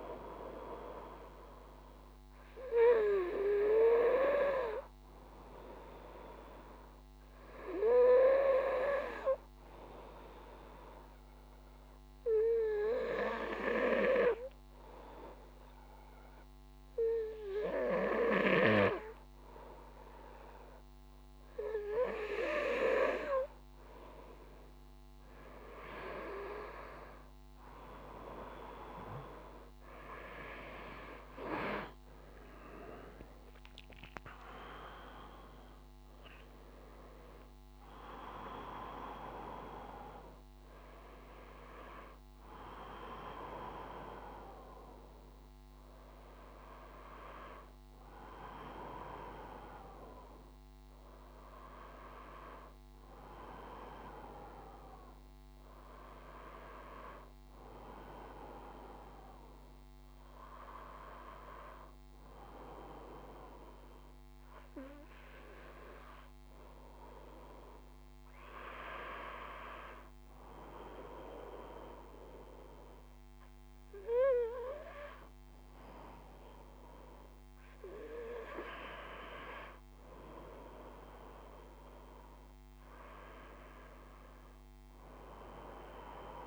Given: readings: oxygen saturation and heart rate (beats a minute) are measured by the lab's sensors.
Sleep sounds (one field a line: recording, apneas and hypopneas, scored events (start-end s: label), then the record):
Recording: breathing in sleep by a microphone on the trachea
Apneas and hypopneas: 1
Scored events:
7.00-20.50 s: obstructive apnea (oxygen 96% before, 94% lowest, heart rate 57 before, 54 extreme, up 3 after)
28.00-32.00 s: arousal
33.50-86.47 s: new sleep stage, N1 (lightest sleep)
From the record:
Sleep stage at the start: N2 (light sleep)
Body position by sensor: on the back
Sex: male